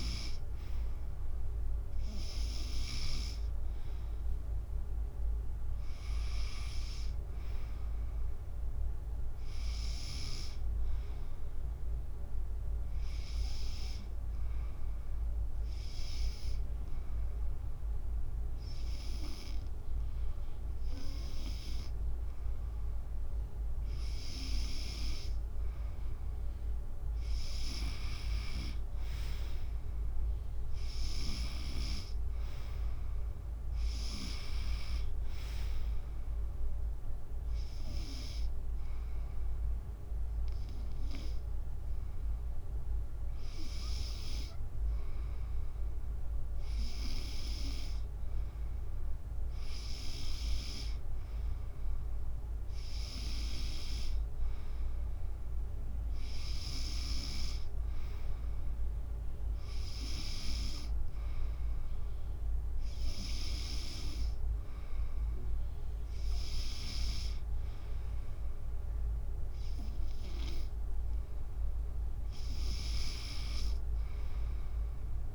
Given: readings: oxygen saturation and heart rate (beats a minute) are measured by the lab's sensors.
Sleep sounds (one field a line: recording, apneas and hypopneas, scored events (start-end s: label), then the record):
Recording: breathing in sleep by a room microphone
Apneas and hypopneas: 2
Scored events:
2.00-14.00 s: drop in pulse transit time (device-marked, heart rate 74 before, 68 extreme)
5.50-9.50 s: arousal
13.50-24.50 s: hypopnea (oxygen 95% before, 92% lowest, heart rate 76 before, 69 extreme, up 4 after)
30.00-33.50 s: arousal
33.00-44.00 s: oxygen desaturation (device-marked, oxygen 96% before, 92% lowest, heart rate 70 before, 69 extreme)
38.00-48.50 s: hypopnea (oxygen 96% before, 92% lowest, heart rate 72 before, 69 extreme, up 4 after)
51.00-55.00 s: arousal
From the record:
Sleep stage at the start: N2 (light sleep)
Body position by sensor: on the back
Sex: female